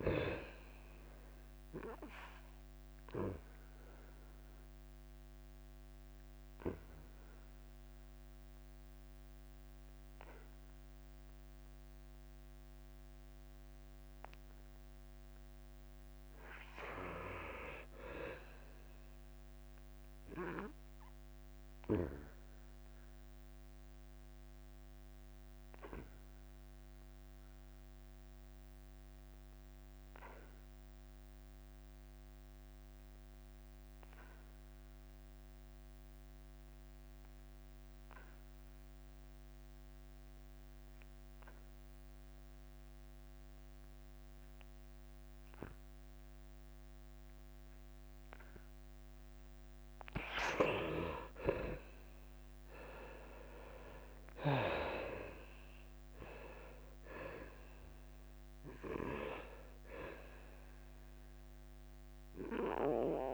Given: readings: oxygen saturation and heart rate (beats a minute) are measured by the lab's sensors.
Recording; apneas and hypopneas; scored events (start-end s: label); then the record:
breathing in sleep by a microphone on the trachea; 2
0.00-7.00 s: drop in pulse transit time (device-marked, heart rate 87 extreme)
4.00-15.00 s: obstructive apnea (oxygen 98% before, 78% lowest, heart rate 88 before, 85 extreme, up 0 after)
14.00-34.00 s: oxygen desaturation (device-marked, oxygen 95% before, 78% lowest, heart rate 90 before, 85 extreme)
17.50-21.00 s: arousal
26.50-49.00 s: obstructive apnea (oxygen 96% before, 77% lowest, heart rate 88 before, 87 extreme, up 5 after)
43.00-63.34 s: oxygen desaturation (device-marked, oxygen 97% before, 90% lowest, heart rate 88 before, 86 extreme)
49.00-63.34 s: drop in pulse transit time (device-marked, heart rate 88 before, 88 extreme)
53.00-56.00 s: arousal
From the record:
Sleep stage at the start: N2 (light sleep); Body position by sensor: on the back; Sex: male